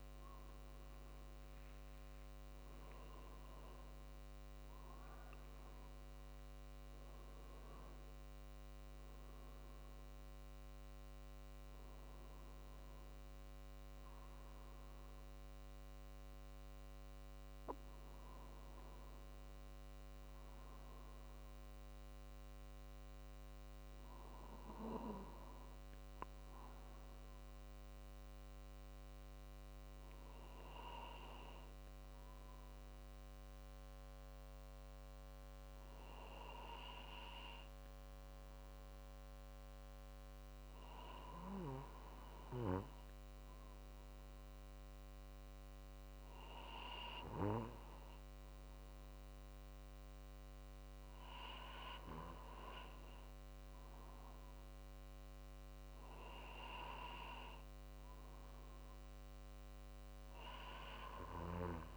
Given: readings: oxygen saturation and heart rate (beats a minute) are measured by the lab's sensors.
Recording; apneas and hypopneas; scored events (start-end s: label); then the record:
breathing in sleep by a microphone on the trachea; none
0.00-2.50 s: arousal
49.00-61.97 s: drop in pulse transit time (device-marked, heart rate 50 before, 49 extreme)
From the record:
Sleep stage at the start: N2 (light sleep); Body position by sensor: on the right side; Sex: male